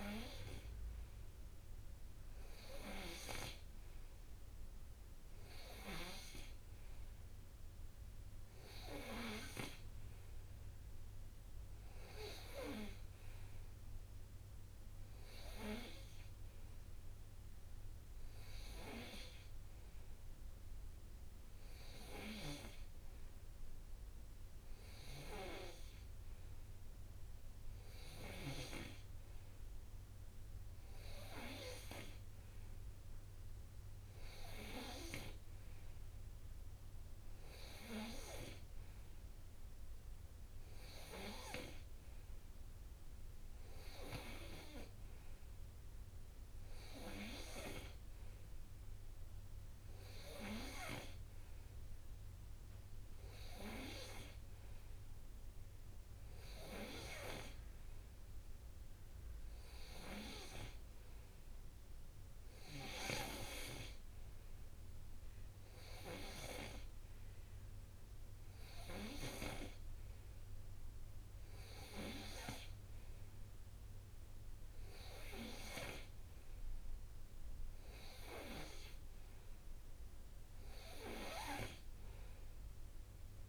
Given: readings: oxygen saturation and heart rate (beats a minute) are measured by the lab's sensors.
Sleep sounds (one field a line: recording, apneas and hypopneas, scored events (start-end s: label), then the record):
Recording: breathing in sleep by a room microphone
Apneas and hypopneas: none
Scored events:
none scored
From the record:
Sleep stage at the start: N2 (light sleep)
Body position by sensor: on the right side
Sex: male